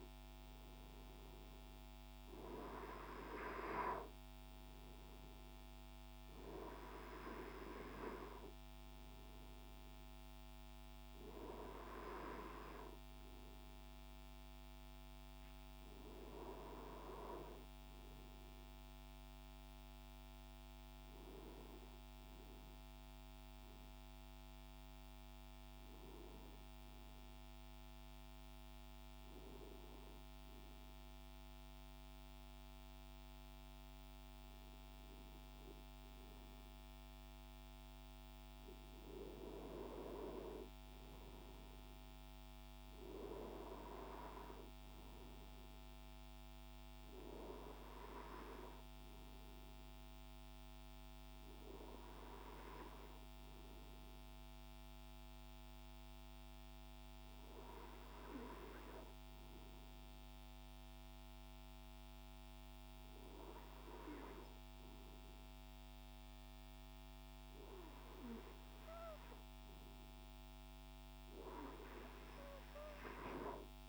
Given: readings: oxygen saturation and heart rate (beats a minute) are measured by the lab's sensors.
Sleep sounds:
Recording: breathing in sleep by a microphone on the trachea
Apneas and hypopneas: none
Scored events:
none scored
From the record:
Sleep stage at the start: N2 (light sleep)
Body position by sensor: on the right side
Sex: male

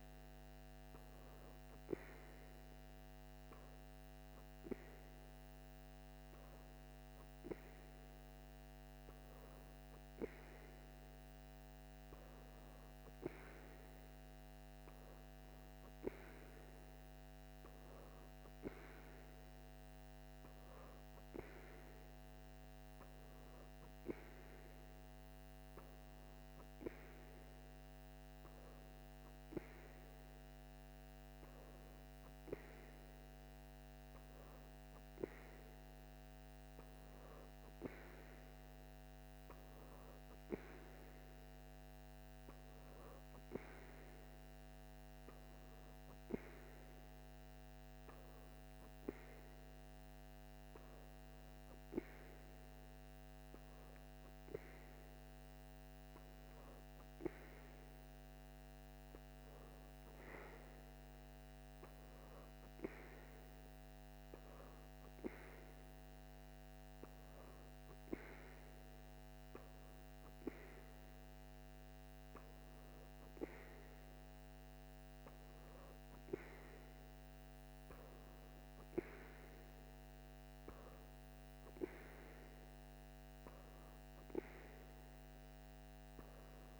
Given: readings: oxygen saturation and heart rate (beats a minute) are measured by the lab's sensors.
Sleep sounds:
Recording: breathing in sleep by a microphone on the trachea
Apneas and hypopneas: none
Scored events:
none scored
From the record:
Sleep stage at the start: N3 (deep sleep)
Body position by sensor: on the back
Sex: female

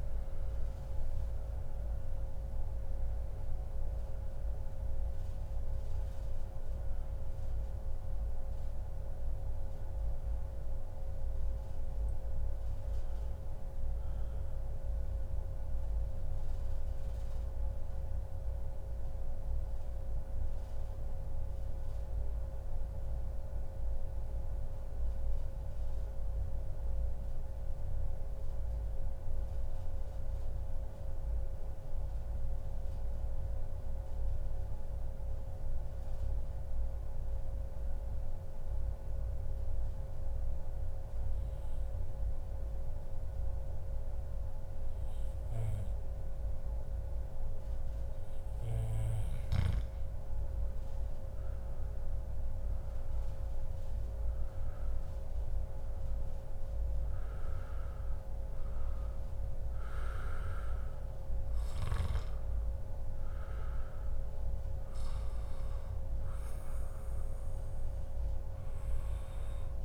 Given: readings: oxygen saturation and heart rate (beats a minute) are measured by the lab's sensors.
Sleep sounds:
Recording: breathing in sleep, hard to hear, by a room microphone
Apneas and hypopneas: 1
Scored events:
0.00-5.00 s: oxygen desaturation (device-marked, oxygen 94% lowest, heart rate 97 extreme)
7.00-28.00 s: oxygen desaturation (device-marked, oxygen 95% before, 92% lowest, heart rate 133 before, 97 extreme)
11.50-13.50 s: long interval between heartbeats (device-marked, heart rate 138 before, 134 extreme)
16.00-48.00 s: mixed apnea (oxygen 97% before, 92% lowest, heart rate 138 before, 106 extreme, up 9 after)
16.50-18.50 s: long interval between heartbeats (device-marked, heart rate 138 before, 98 extreme)
19.00-21.00 s: long interval between heartbeats (device-marked, heart rate 131 before, 99 extreme)
22.50-24.50 s: long interval between heartbeats (device-marked, heart rate 125 before, 108 extreme)
48.00-68.00 s: oxygen desaturation (device-marked, oxygen 98% before, 92% lowest, heart rate 118 before, 107 extreme)
49.00-51.00 s: long interval between heartbeats (device-marked, heart rate 117 before, 115 extreme)
50.50-55.00 s: arousal
From the record:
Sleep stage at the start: N2 (light sleep)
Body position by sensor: on the back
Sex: male

